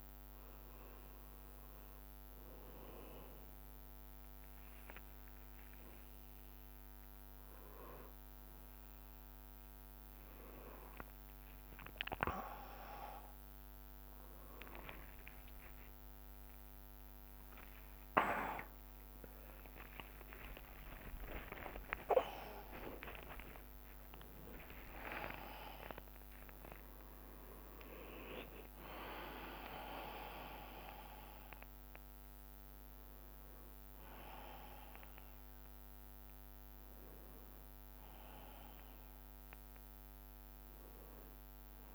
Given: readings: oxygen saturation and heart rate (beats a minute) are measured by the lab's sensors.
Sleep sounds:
a person awake in a sleep study, by a microphone on the trachea; none
14.00-41.95 s: new sleep stage, awake
19.00-20.00 s: drop in pulse transit time (device-marked)
19.00-21.00 s: bradycardia (device-marked)
25.00-27.00 s: long interval between heartbeats (device-marked)
26.00-29.00 s: drop in pulse transit time (device-marked)
From the record:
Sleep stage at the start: N2 (light sleep); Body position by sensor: on the back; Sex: male

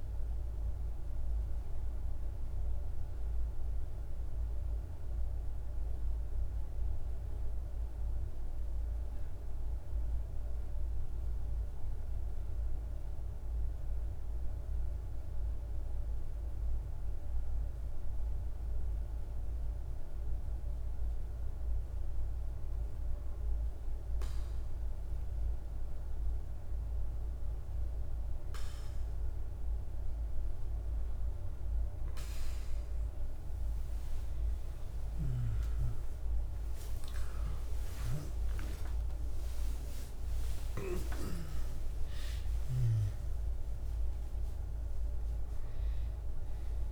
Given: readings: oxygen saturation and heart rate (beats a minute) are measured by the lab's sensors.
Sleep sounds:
breathing in sleep, hard to hear, by a room microphone; 1
7.00-20.50 s: obstructive apnea (oxygen 99% before, 94% lowest, heart rate 54 before, 51 extreme, up 2 after)
24.00-46.92 s: oxygen desaturation (device-marked, oxygen 98% before, 94% lowest, heart rate 51 before, 48 extreme)
36.00-42.00 s: arousal
From the record:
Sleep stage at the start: REM sleep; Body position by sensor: on the back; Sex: male

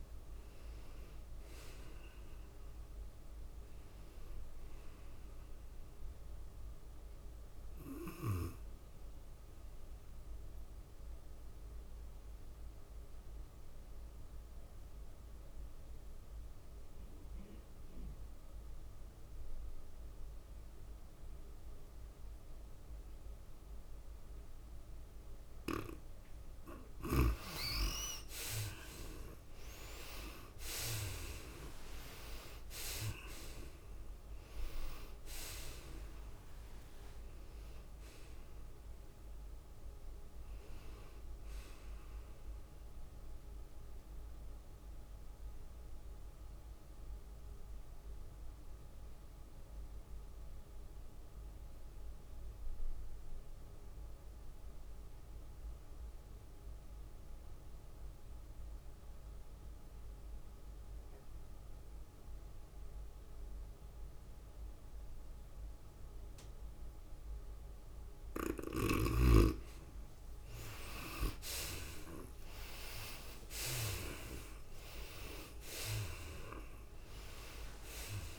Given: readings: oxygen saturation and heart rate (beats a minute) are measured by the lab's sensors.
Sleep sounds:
breathing in sleep by a room microphone; 2
0.00-6.00 s: tachycardia (device-marked, heart rate 104 extreme)
0.00-8.00 s: drop in pulse transit time (device-marked, heart rate 93 extreme)
0.00-10.00 s: oxygen desaturation (device-marked, oxygen 72% lowest, heart rate 80 extreme)
11.50-26.50 s: obstructive apnea (oxygen 96% before, 75% lowest, heart rate 99 before, 92 extreme, up 7 after)
26.00-46.00 s: oxygen desaturation (device-marked, oxygen 98% before, 78% lowest, heart rate 96 before, 87 extreme)
30.00-35.00 s: arousal
32.00-43.00 s: tachycardia (device-marked, heart rate 96 before, 103 extreme)
34.00-49.00 s: drop in pulse transit time (device-marked, heart rate 94 before, 98 extreme)
45.00-69.50 s: obstructive apnea (oxygen 98% before, 73% lowest, heart rate 98 before, 83 extreme, up 5 after)
62.00-78.39 s: oxygen desaturation (device-marked, oxygen 97% before, 73% lowest, heart rate 96 before, 83 extreme)
71.00-73.00 s: long interval between heartbeats (device-marked, heart rate 90 before, 83 extreme)
72.50-76.00 s: arousal
74.00-78.39 s: drop in pulse transit time (device-marked, heart rate 89 before, 86 extreme)
75.00-78.39 s: tachycardia (device-marked, heart rate 96 before, 104 extreme)
From the record:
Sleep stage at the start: N2 (light sleep); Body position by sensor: on the right side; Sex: female

